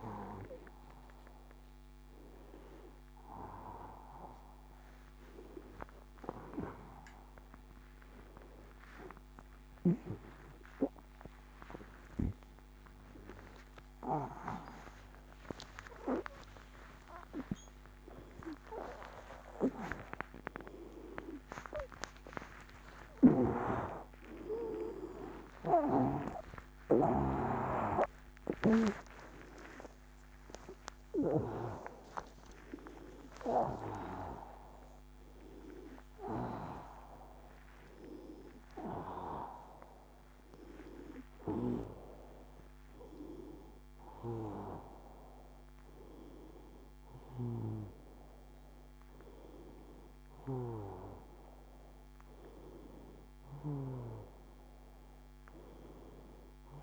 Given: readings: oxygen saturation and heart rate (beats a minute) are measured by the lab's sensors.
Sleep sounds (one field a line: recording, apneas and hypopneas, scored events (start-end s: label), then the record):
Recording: a person awake in a sleep study, by a microphone on the trachea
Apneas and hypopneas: none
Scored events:
37.50-56.83 s: oxygen desaturation (device-marked, oxygen 96% before, 92% lowest)
52.50-56.83 s: new sleep stage, N1 (lightest sleep)
From the record:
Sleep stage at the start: awake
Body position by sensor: on the front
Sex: female